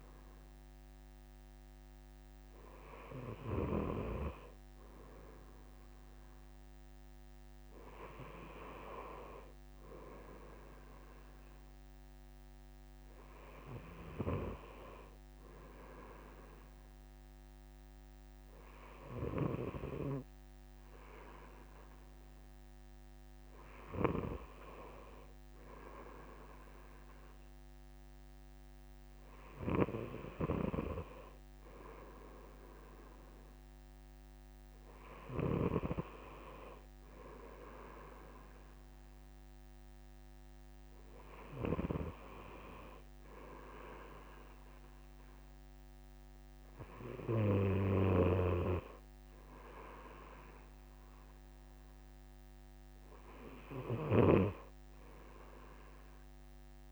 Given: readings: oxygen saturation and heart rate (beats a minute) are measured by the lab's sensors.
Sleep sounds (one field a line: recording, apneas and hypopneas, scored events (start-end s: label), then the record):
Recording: breathing in sleep by a microphone on the trachea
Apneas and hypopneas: none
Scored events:
19.50-24.50 s: snoring (device-marked)
30.50-36.00 s: snoring (device-marked)
48.00-56.92 s: snoring (device-marked)
From the record:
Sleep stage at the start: N2 (light sleep)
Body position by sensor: on the right side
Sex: male